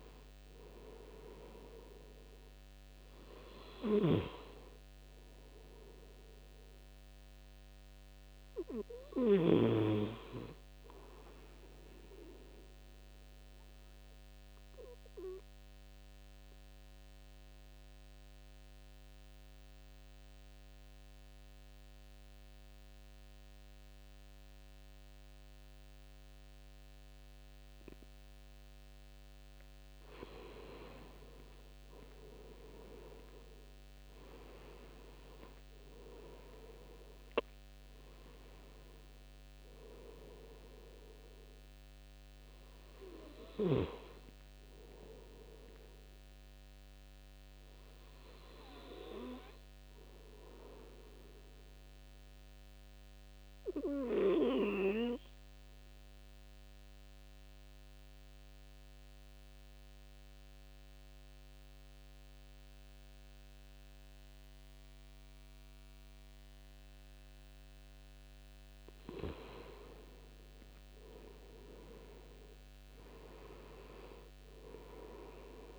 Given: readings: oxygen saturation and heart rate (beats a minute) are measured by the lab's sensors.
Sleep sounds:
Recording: breathing in sleep by a microphone on the trachea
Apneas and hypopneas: 2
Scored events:
0.00-24.00 s: oxygen desaturation (device-marked, oxygen 90% lowest, heart rate 69 extreme)
13.50-29.50 s: obstructive apnea (oxygen 98% before, 90% lowest, heart rate 74 before, 69 extreme, up 11 after)
32.50-36.50 s: arousal
42.00-60.00 s: oxygen desaturation (device-marked, oxygen 98% before, 93% lowest, heart rate 75 before, 70 extreme)
53.00-68.50 s: obstructive apnea (oxygen 99% before, 91% lowest, heart rate 78 before, 70 extreme, up 11 after)
70.00-73.00 s: arousal
From the record:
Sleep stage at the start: N2 (light sleep)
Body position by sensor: on the front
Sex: male

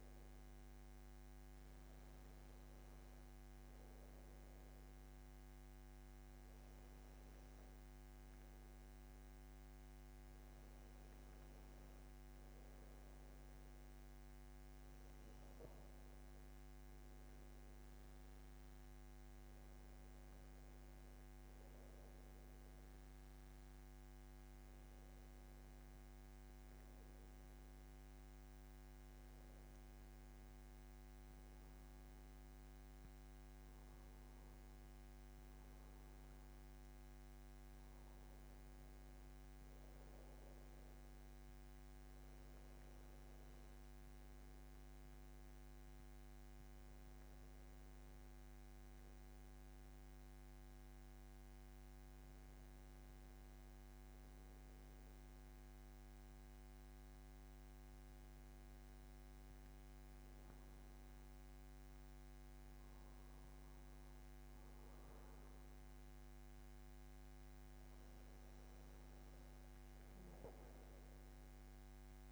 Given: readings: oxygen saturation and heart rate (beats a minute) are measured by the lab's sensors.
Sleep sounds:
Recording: breathing in sleep, hard to hear, by a microphone on the trachea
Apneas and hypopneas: none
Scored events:
none scored
From the record:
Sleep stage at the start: N2 (light sleep)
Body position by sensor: on the back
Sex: male

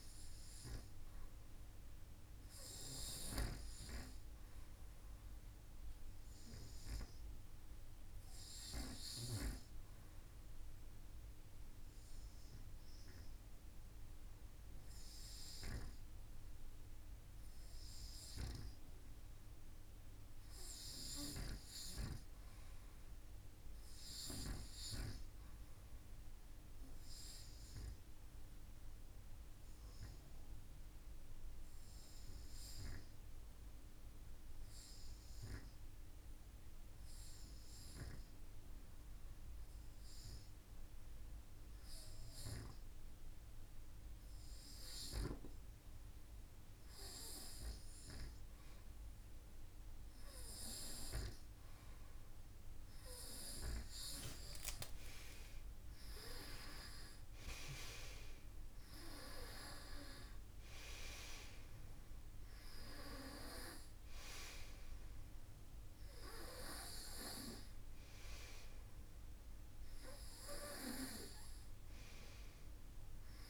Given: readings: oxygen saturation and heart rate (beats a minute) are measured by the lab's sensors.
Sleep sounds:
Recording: breathing in sleep by a room microphone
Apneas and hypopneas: 1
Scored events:
0.00-17.50 s: oxygen desaturation (device-marked, oxygen 91% lowest, heart rate 50 extreme)
2.00-8.50 s: snoring (device-marked)
28.00-46.00 s: hypopnea (oxygen 95% before, 91% lowest, heart rate 52 before, 51 extreme, up 2 after)
49.00-53.00 s: arousal
From the record:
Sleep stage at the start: REM sleep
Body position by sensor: on the front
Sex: male

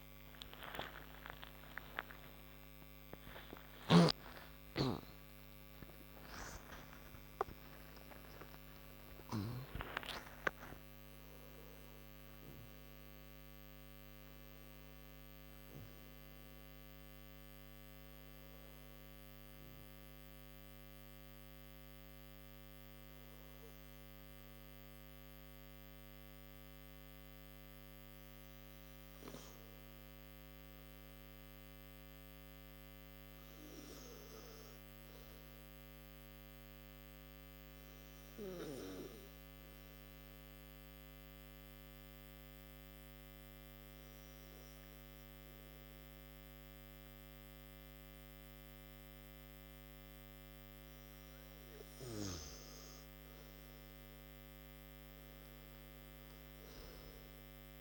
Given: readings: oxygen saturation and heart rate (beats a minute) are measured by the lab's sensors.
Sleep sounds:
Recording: a person partly awake in a sleep study, by a microphone on the trachea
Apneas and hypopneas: 1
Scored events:
0.00-18.00 s: tachycardia (device-marked, heart rate 149 extreme)
3.50-8.00 s: snoring (device-marked)
11.00-57.81 s: new sleep stage, N2 (light sleep)
36.50-53.00 s: obstructive apnea (oxygen 99% before, 92% lowest, heart rate 76 before, 51 extreme, up 12 after)
54.00-57.50 s: arousal
From the record:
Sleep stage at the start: awake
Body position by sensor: on the right side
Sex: male

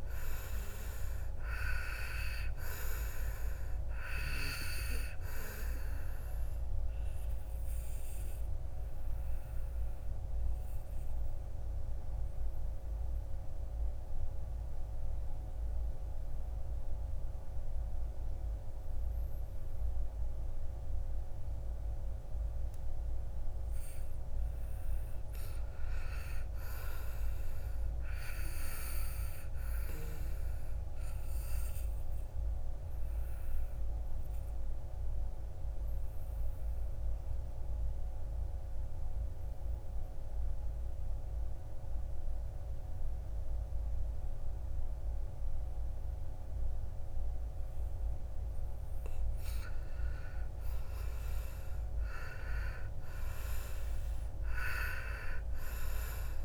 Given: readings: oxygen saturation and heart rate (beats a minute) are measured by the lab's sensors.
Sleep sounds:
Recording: breathing in sleep by a room microphone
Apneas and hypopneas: 2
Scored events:
0.00-19.00 s: oxygen desaturation (device-marked, oxygen 80% lowest, heart rate 56 extreme)
6.50-22.00 s: obstructive apnea (oxygen 98% before, 80% lowest, heart rate 64 before, 56 extreme, up 8 after)
24.50-27.00 s: arousal
33.50-48.50 s: obstructive apnea (oxygen 98% before, 81% lowest, heart rate 60 before, 54 extreme, up 12 after)
37.00-47.00 s: oxygen desaturation (device-marked, oxygen 96% before, 89% lowest, heart rate 61 before, 54 extreme)
50.50-54.50 s: arousal
52.00-56.45 s: oxygen desaturation (device-marked, oxygen 95% before, 85% lowest, heart rate 59 before, 54 extreme)
From the record:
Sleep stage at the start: N2 (light sleep)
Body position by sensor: on the back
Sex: male

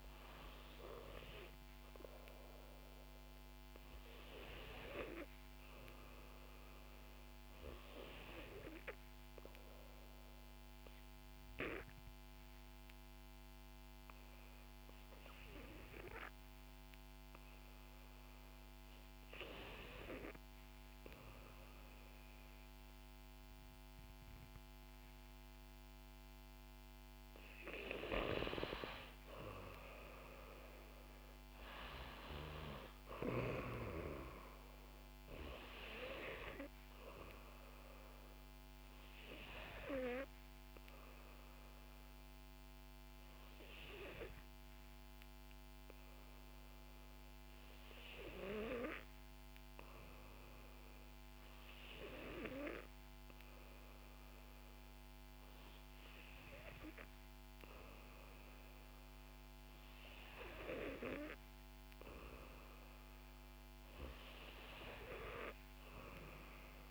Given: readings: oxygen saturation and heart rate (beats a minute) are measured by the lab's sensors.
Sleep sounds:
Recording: breathing in sleep by a microphone on the trachea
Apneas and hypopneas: 2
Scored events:
7.00-27.50 s: hypopnea (oxygen 92% before, 88% lowest, heart rate 61 before, 59 extreme, up 5 after)
28.50-51.50 s: oxygen desaturation (device-marked, oxygen 92% before, 88% lowest, heart rate 63 before, 59 extreme)
31.00-35.00 s: arousal
37.50-51.50 s: hypopnea (oxygen 92% before, 88% lowest, heart rate 63 before, 59 extreme, up 4 after)
57.00-60.50 s: arousal
From the record:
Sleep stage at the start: N2 (light sleep)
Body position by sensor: on the back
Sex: female

